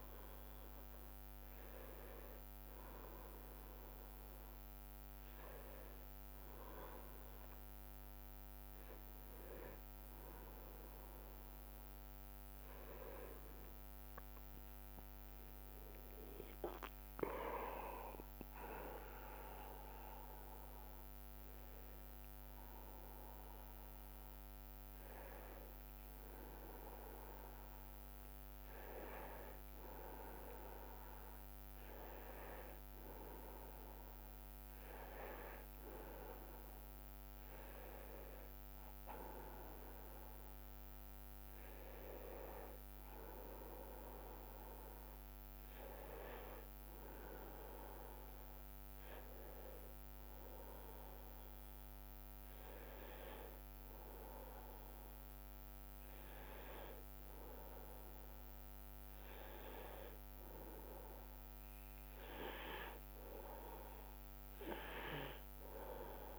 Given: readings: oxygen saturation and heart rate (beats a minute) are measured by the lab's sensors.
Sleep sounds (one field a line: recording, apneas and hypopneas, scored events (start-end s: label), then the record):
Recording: a person awake in a sleep study, by a microphone on the trachea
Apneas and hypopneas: none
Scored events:
none scored
From the record:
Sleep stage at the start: awake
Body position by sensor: on the right side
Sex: male